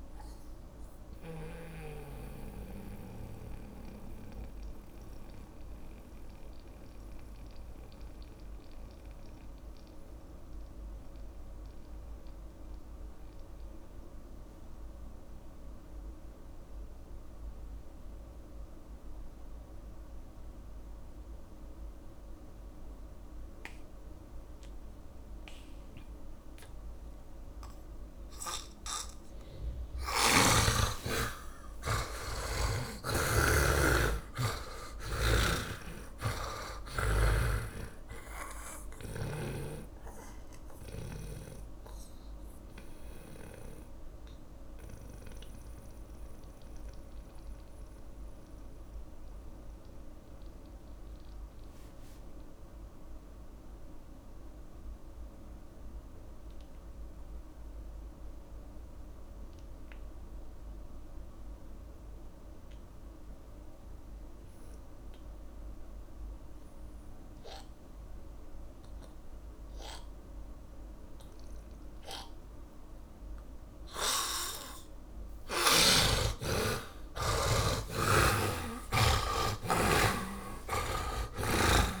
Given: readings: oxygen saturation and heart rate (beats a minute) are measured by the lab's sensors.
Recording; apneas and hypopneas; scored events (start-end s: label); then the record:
breathing in sleep by a room microphone; 2
0.00-2.50 s: oxygen desaturation (device-marked, oxygen 83% lowest)
1.50-30.00 s: mixed apnea (oxygen 98% before, 80% lowest)
4.50-16.50 s: oxygen desaturation (device-marked, oxygen 87% before, 81% lowest)
24.50-32.50 s: oxygen desaturation (device-marked, oxygen 100% before, 95% lowest)
31.00-35.00 s: arousal
35.50-40.00 s: snoring (device-marked)
40.50-77.50 s: mixed apnea (oxygen 100% before, 76% lowest)
41.50-60.50 s: oxygen desaturation (device-marked, oxygen 96% before, 80% lowest)
78.50-82.00 s: arousal
79.50-82.00 s: oxygen desaturation (device-marked, oxygen 99% before, 76% lowest)
From the record:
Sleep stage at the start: N2 (light sleep); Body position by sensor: on the back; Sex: male